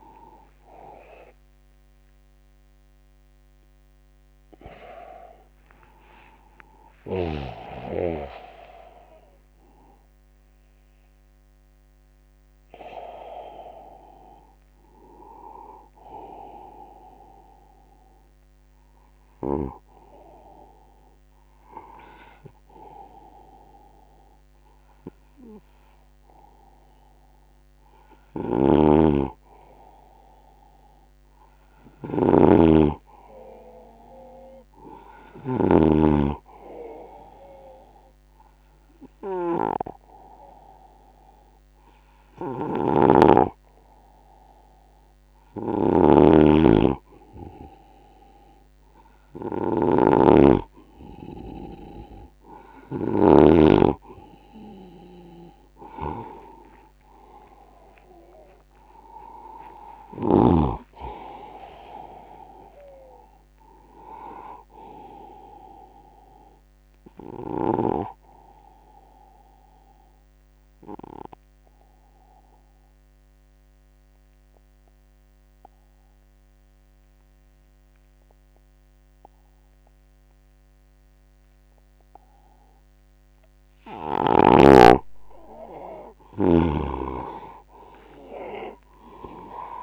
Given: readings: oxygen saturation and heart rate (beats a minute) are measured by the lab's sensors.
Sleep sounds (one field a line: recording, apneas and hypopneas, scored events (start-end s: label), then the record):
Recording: breathing in sleep by a microphone on the trachea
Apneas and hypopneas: 1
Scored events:
28.00-53.00 s: snoring (device-marked)
56.50-60.00 s: arousal
69.00-83.00 s: obstructive apnea (oxygen 96% before, 90% lowest, heart rate 79 before, 71 extreme, up 8 after)
86.50-89.83 s: snoring (device-marked)
87.00-89.83 s: arousal
From the record:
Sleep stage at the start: N2 (light sleep)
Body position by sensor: on the right side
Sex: male